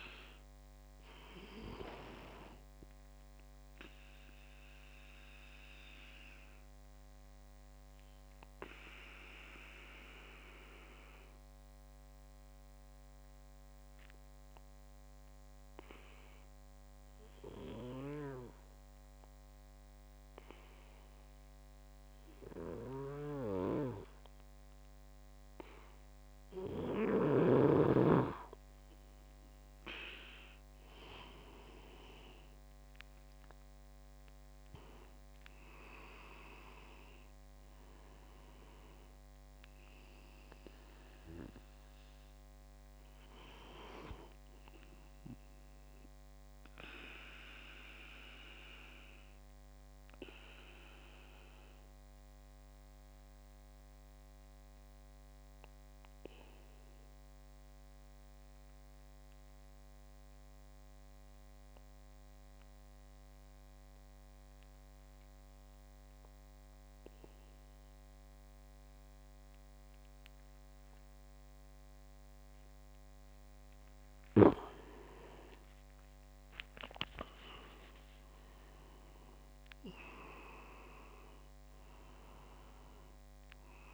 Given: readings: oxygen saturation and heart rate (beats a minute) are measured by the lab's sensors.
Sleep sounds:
breathing in sleep by a microphone on the trachea; 2
4.50-26.50 s: obstructive apnea (oxygen 97% before, 89% lowest)
29.50-32.50 s: arousal
33.00-57.00 s: oxygen desaturation (device-marked, oxygen 96% before, 90% lowest)
47.50-73.50 s: obstructive apnea (oxygen 96% before, 88% lowest)
71.00-83.94 s: oxygen desaturation (device-marked, oxygen 97% before, 88% lowest)
76.00-79.50 s: arousal
76.50-79.00 s: leg movement (device-marked)
From the record:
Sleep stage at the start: N2 (light sleep); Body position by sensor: on the back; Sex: male

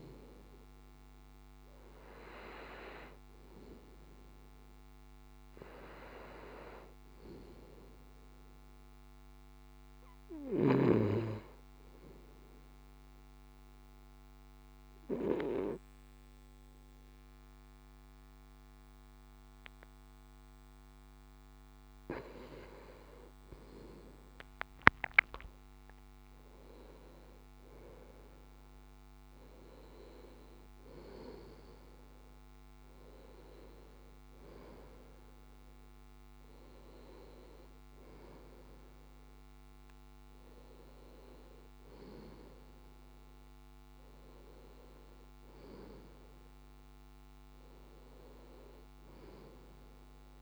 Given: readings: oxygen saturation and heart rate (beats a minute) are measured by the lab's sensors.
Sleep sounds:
breathing in sleep by a microphone on the trachea; 1
0.00-3.00 s: oxygen desaturation (device-marked, oxygen 92% lowest, heart rate 56 extreme)
5.00-8.50 s: arousal
11.50-22.50 s: obstructive apnea (oxygen 95% before, 93% lowest, heart rate 58 before, 56 extreme, up 6 after)
24.50-28.00 s: arousal
From the record:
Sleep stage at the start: N2 (light sleep); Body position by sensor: on the left side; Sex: male

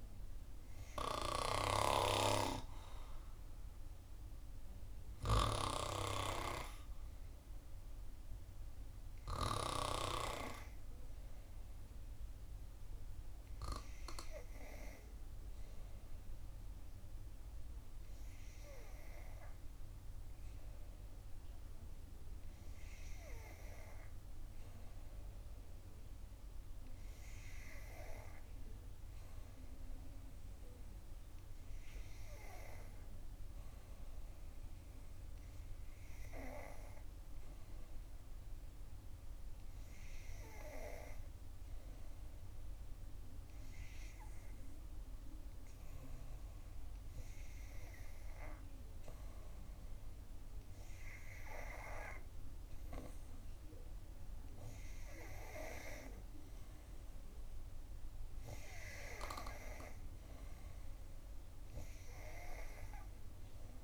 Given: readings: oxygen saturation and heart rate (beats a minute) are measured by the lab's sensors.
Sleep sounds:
breathing in sleep by a room microphone; none
1.00-9.50 s: snoring (device-marked)
From the record:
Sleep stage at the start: N2 (light sleep); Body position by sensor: on the back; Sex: female

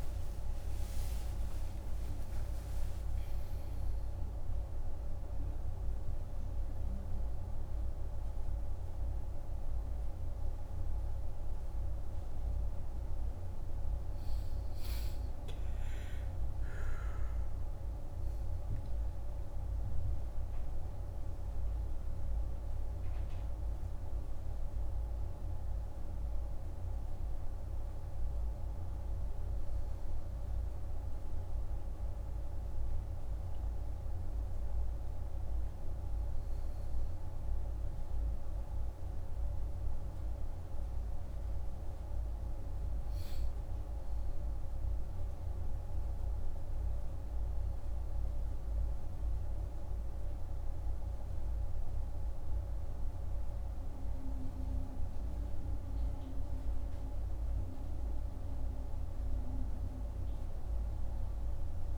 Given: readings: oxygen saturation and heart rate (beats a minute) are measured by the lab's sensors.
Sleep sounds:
a person partly awake in a sleep study, hard to hear, by a room microphone; none
28.00-61.98 s: new sleep stage, N1 (lightest sleep)
From the record:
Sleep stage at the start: awake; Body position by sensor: on the back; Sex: male

